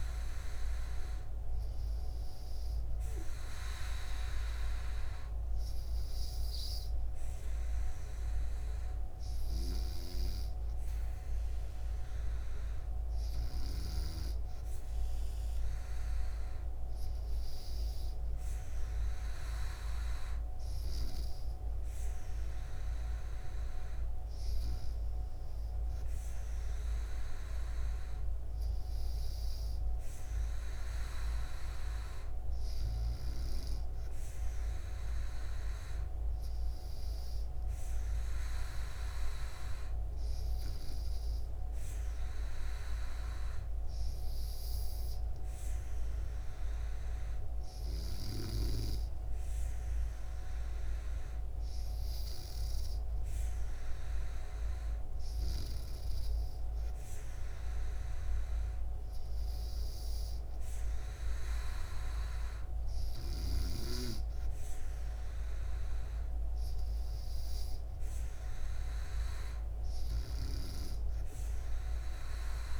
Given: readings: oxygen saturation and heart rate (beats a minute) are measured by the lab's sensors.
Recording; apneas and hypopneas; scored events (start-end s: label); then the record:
breathing in sleep, hard to hear, by a room microphone; 1
36.00-39.50 s: arousal
42.50-54.00 s: hypopnea (oxygen 96% before, 95% lowest, heart rate 72 before, 71 extreme, up 0 after)
56.50-60.00 s: arousal
From the record:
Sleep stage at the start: N2 (light sleep); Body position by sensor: on the back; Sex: female